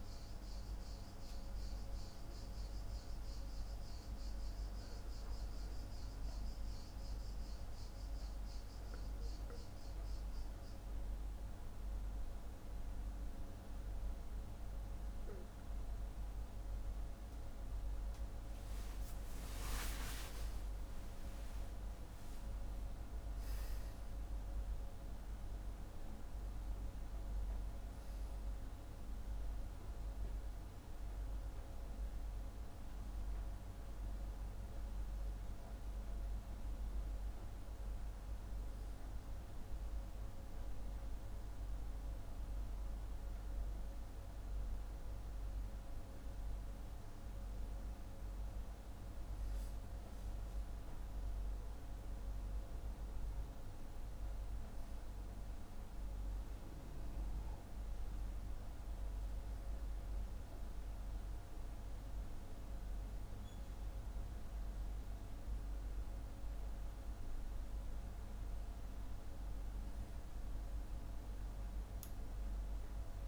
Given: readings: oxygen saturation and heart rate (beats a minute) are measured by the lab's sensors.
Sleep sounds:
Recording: breathing in sleep, hard to hear, by a room microphone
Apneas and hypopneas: 1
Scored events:
6.50-16.50 s: hypopnea (oxygen 95% before, 93% lowest, heart rate 52 before, 51 extreme, up 3 after)
20.50-24.00 s: arousal
From the record:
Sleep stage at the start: N2 (light sleep)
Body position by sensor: on the back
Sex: male

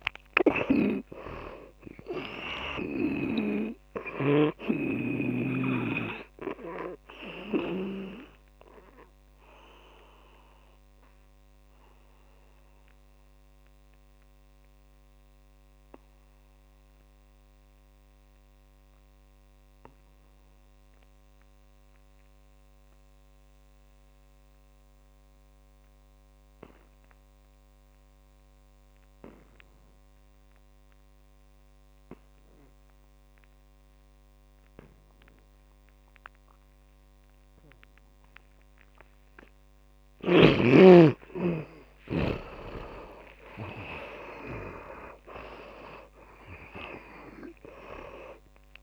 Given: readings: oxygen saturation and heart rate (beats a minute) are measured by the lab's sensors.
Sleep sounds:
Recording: breathing in sleep by a microphone on the trachea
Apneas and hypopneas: 1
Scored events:
0.00-1.00 s: arousal
0.00-22.50 s: oxygen desaturation (device-marked, oxygen 81% lowest, heart rate 50 extreme)
4.50-8.50 s: snoring (device-marked)
9.00-40.00 s: mixed apnea (oxygen 100% before, 79% lowest, heart rate 67 before, 50 extreme, up 47 after)
32.50-45.50 s: oxygen desaturation (device-marked, oxygen 100% before, 89% lowest, heart rate 60 before, 50 extreme)
42.50-48.00 s: arousal
From the record:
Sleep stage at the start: N2 (light sleep)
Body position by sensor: on the back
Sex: male

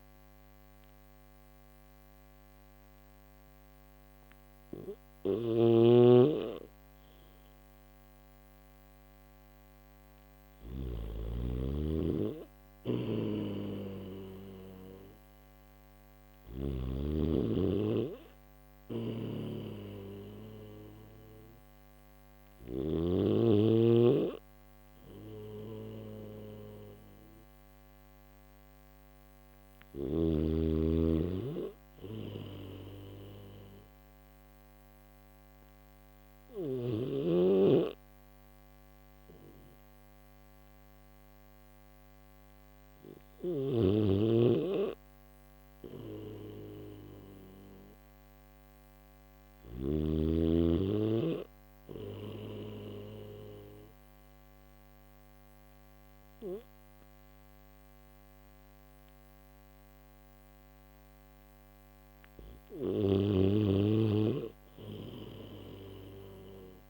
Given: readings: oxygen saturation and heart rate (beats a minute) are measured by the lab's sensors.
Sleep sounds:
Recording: breathing in sleep by a microphone on the trachea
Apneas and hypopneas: none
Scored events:
4.50-10.50 s: snoring (device-marked)
12.50-16.00 s: snoring (device-marked)
18.00-22.50 s: snoring (device-marked)
62.00-66.90 s: snoring (device-marked)
From the record:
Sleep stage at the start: N1 (lightest sleep)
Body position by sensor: on the back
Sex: male

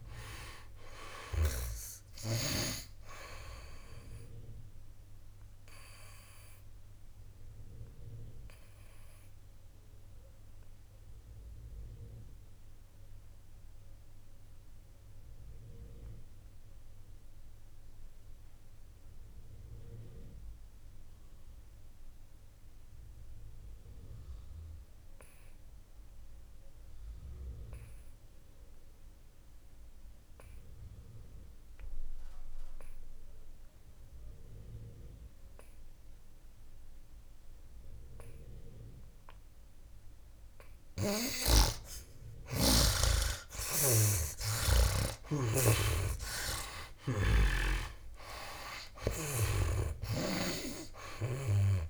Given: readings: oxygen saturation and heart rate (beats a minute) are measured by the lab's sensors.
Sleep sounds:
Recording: breathing in sleep by a room microphone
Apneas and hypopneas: 1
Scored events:
0.00-26.50 s: oxygen desaturation (device-marked, oxygen 70% lowest, heart rate 58 extreme)
4.00-41.50 s: obstructive apnea (oxygen 98% before, 70% lowest, heart rate 70 before, 58 extreme, up 16 after)
28.50-51.89 s: oxygen desaturation (device-marked, oxygen 99% before, 71% lowest, heart rate 63 before, 56 extreme)
41.50-49.50 s: snoring (device-marked)
43.50-48.00 s: arousal
From the record:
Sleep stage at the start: N2 (light sleep)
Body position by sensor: on the back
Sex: male

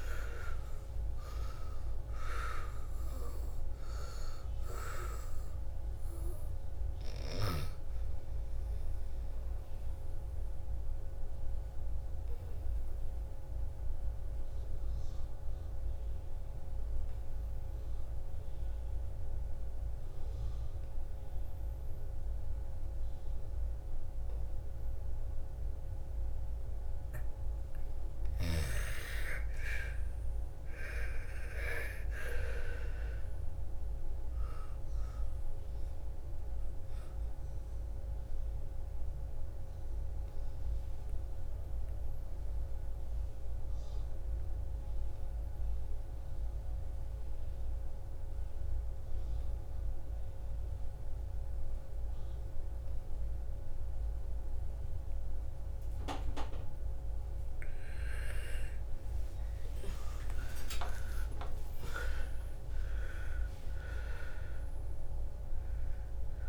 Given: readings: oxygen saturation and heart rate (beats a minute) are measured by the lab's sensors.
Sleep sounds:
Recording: breathing in sleep by a room microphone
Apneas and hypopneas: 2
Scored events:
0.00-1.50 s: arousal
1.00-17.00 s: oxygen desaturation (device-marked, oxygen 99% before, 85% lowest, heart rate 59 before, 54 extreme)
9.50-26.50 s: obstructive apnea (oxygen 99% before, 83% lowest, heart rate 63 before, 54 extreme, up 12 after)
28.50-31.50 s: arousal
29.00-53.00 s: oxygen desaturation (device-marked, oxygen 98% before, 83% lowest, heart rate 57 before, 55 extreme)
37.50-57.00 s: obstructive apnea (oxygen 98% before, 83% lowest, heart rate 60 before, 55 extreme, up 40 after)
58.00-62.50 s: arousal
65.00-66.49 s: oxygen desaturation (device-marked, oxygen 99% before, 85% lowest, heart rate 66 before, 58 extreme)
From the record:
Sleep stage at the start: N2 (light sleep)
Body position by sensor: on the back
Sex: female

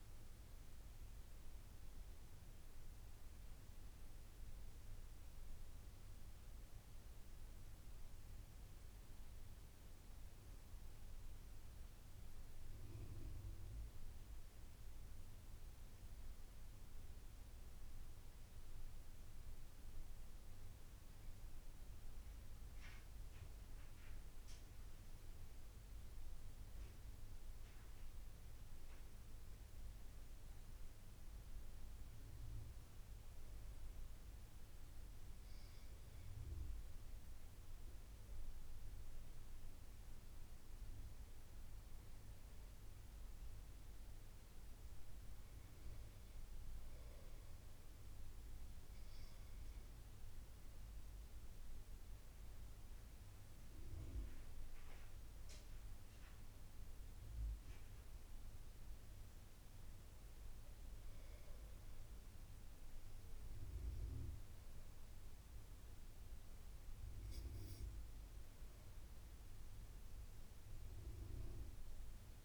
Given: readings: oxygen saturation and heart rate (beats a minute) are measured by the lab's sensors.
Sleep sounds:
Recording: breathing in sleep, hard to hear, by a room microphone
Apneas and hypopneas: none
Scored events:
11.00-72.45 s: new sleep stage, N2 (light sleep)
From the record:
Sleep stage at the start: N1 (lightest sleep)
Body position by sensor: on the back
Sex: male

